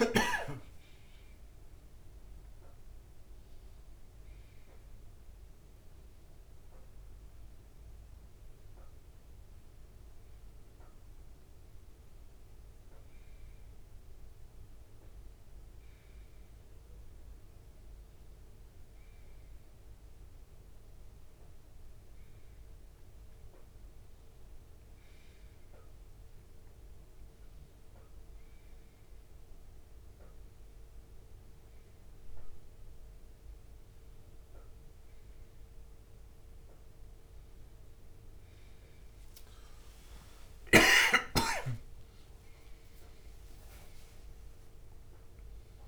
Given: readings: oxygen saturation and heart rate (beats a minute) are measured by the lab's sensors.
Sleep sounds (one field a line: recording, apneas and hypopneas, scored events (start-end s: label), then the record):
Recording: a person awake in a sleep study, hard to hear, by a room microphone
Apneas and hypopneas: none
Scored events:
none scored
From the record:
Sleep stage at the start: awake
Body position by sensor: on the right side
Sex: male